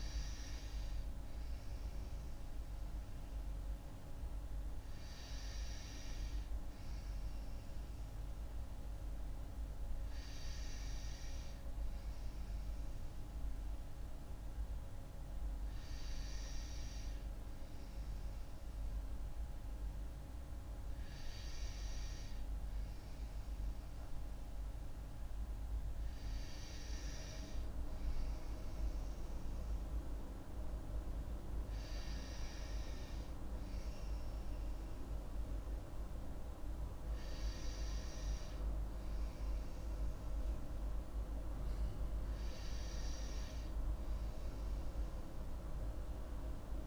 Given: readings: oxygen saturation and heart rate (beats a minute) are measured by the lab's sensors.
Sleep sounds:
breathing in sleep, hard to hear, by a room microphone; none
none scored
From the record:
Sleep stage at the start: N2 (light sleep); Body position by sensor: on the right side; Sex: female

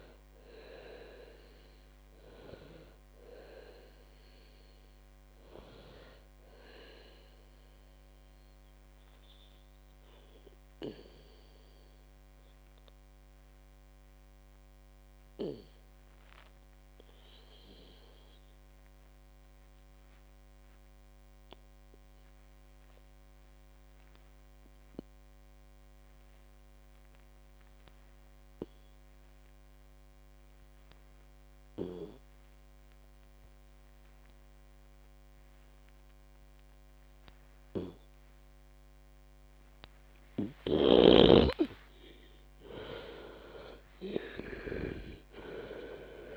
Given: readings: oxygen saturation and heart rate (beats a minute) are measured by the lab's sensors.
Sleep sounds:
breathing in sleep by a microphone on the trachea; 1
0.00-25.00 s: oxygen desaturation (device-marked, oxygen 90% lowest, heart rate 54 extreme)
8.50-40.50 s: obstructive apnea (oxygen 99% before, 89% lowest, heart rate 73 before, 53 extreme, up 22 after)
39.00-46.36 s: oxygen desaturation (device-marked, oxygen 98% before, 89% lowest, heart rate 58 before, 51 extreme)
42.50-46.36 s: arousal
From the record:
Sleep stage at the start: N2 (light sleep); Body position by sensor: on the back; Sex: female

